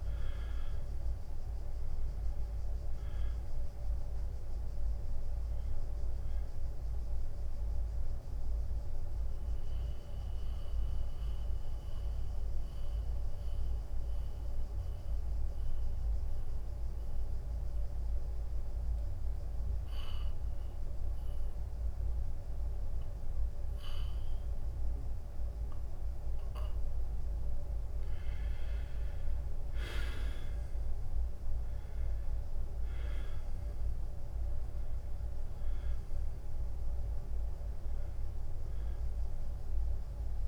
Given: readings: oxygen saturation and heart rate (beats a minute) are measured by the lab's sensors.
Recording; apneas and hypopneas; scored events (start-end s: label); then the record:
breathing in sleep, hard to hear, by a room microphone; 1
0.00-3.00 s: arousal
0.00-11.00 s: drop in pulse transit time (device-marked, heart rate 80 extreme)
8.00-28.00 s: mixed apnea (oxygen 97% before, 90% lowest, heart rate 83 before, 79 extreme, up 6 after)
19.00-26.00 s: oxygen desaturation (device-marked, oxygen 94% before, 90% lowest, heart rate 82 before, 79 extreme)
31.00-36.50 s: arousal
32.00-40.48 s: drop in pulse transit time (device-marked, heart rate 82 before, 81 extreme)
From the record:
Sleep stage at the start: N2 (light sleep); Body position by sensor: on the back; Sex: male